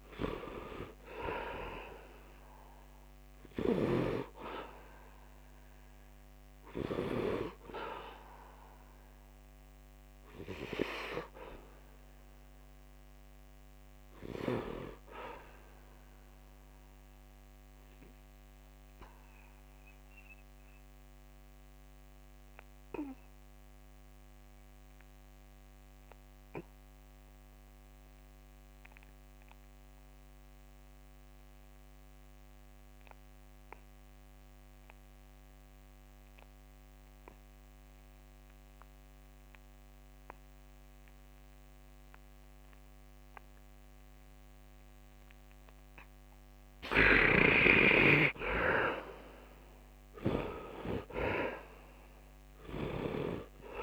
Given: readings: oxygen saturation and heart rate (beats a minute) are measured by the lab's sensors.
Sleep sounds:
breathing in sleep by a microphone on the trachea; 1
0.00-4.00 s: snoring (device-marked)
0.00-17.50 s: oxygen desaturation (device-marked, oxygen 63% lowest, heart rate 70 extreme)
9.50-46.50 s: obstructive apnea (oxygen 91% before, 64% lowest, heart rate 84 before, 68 extreme, up 9 after)
34.50-53.83 s: oxygen desaturation (device-marked, oxygen 99% before, 65% lowest, heart rate 74 before, 68 extreme)
46.50-50.50 s: arousal
From the record:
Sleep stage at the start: N2 (light sleep); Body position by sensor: on the back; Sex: male

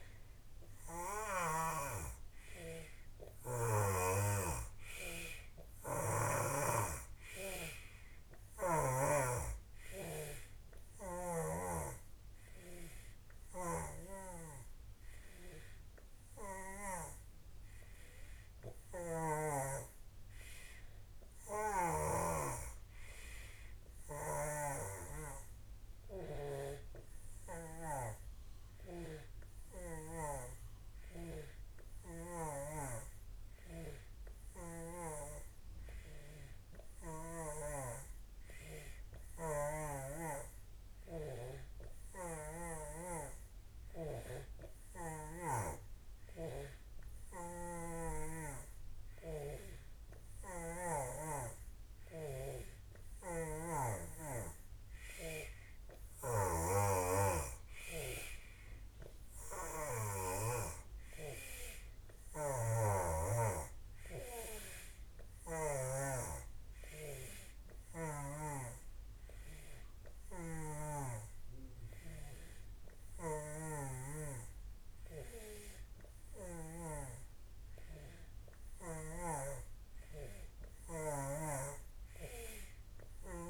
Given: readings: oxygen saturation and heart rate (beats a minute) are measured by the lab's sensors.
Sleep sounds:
breathing in sleep by a room microphone; none
0.00-6.50 s: snoring (device-marked)
11.00-17.00 s: snoring (device-marked)
21.50-28.00 s: snoring (device-marked)
32.50-37.50 s: snoring (device-marked)
42.00-45.50 s: snoring (device-marked)
47.50-51.00 s: snoring (device-marked)
53.00-66.00 s: snoring (device-marked)
73.00-83.49 s: snoring (device-marked)
From the record:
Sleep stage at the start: N3 (deep sleep); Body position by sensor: on the back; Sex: male

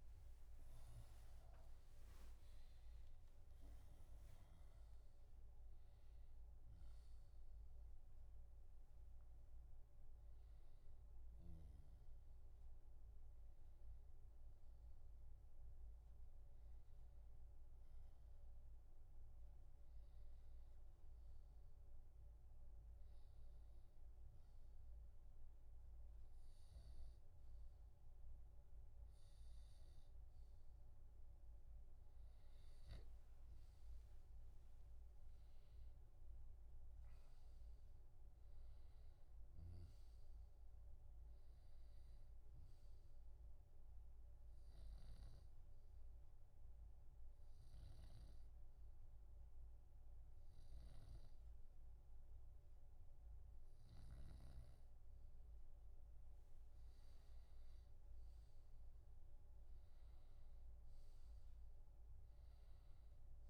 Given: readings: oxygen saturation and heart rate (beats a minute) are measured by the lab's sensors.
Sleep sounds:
a person partly awake in a sleep study, hard to hear, by a room microphone; 1
6.50-22.50 s: oxygen desaturation (device-marked, oxygen 97% before, 93% lowest)
21.50-63.50 s: new sleep stage, N1 (lightest sleep)
35.50-58.50 s: oxygen desaturation (device-marked, oxygen 98% before, 92% lowest, heart rate 56 before, 61 extreme)
44.50-55.00 s: hypopnea (oxygen 98% before, 89% lowest, heart rate 67 before, 61 extreme, up 2 after)
48.00-54.50 s: snoring (device-marked)
57.00-63.00 s: arousal
From the record:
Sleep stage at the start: awake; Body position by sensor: on the left side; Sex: male

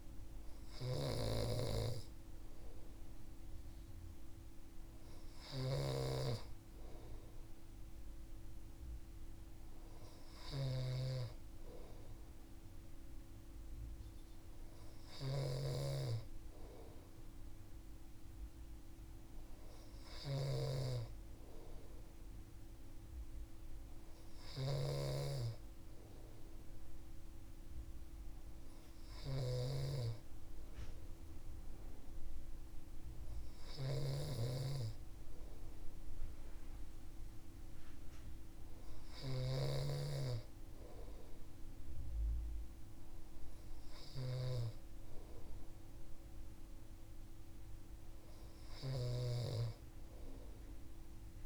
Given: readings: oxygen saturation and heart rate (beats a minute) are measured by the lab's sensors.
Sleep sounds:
breathing in sleep by a room microphone; none
0.00-51.46 s: snoring (device-marked)
From the record:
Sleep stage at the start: N2 (light sleep); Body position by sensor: on the right side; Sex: male

